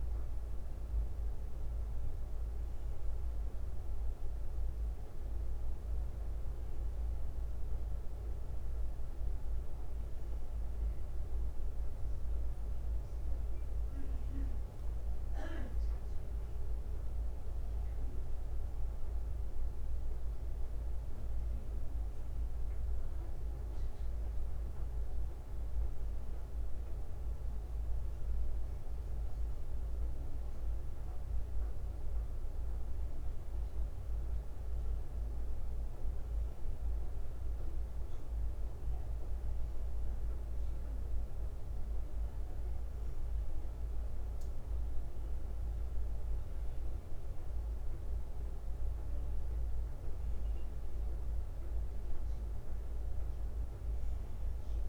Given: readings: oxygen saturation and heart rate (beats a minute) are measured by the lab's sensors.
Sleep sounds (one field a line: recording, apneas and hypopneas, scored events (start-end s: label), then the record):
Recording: breathing in sleep, hard to hear, by a room microphone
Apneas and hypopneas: none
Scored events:
1.50-3.50 s: bradycardia (device-marked, heart rate 64 before, 60 extreme)
18.50-25.50 s: bradycardia (device-marked, heart rate 64 before, 49 extreme)
28.50-33.50 s: bradycardia (device-marked, heart rate 63 before, 59 extreme)
48.50-51.50 s: bradycardia (device-marked, heart rate 63 before, 58 extreme)
52.50-54.88 s: bradycardia (device-marked, heart rate 63 before, 59 extreme)
From the record:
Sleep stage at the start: N2 (light sleep)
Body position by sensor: on the left side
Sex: male